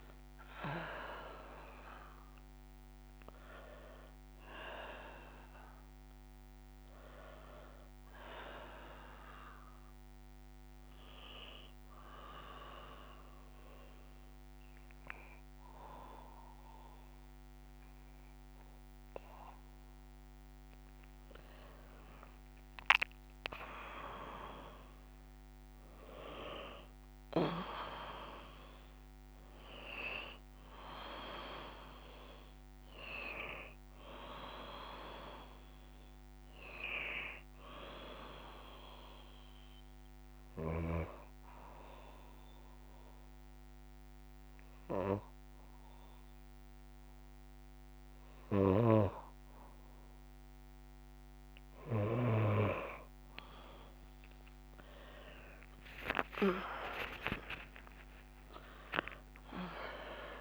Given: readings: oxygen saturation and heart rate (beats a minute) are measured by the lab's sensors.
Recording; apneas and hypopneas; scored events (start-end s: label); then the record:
breathing in sleep by a microphone on the trachea; 2
12.00-22.00 s: obstructive apnea (oxygen 97% before, 92% lowest, heart rate 67 before, 59 extreme, up 5 after)
23.50-28.00 s: arousal
37.50-48.50 s: hypopnea (oxygen 97% before, 92% lowest, heart rate 62 before, 60 extreme, up 14 after)
47.00-60.41 s: new sleep stage, awake
58.00-60.41 s: oxygen desaturation (device-marked, oxygen 96% before, 92% lowest, heart rate 63 before, 27 extreme)
From the record:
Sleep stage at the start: N1 (lightest sleep); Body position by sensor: on the back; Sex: female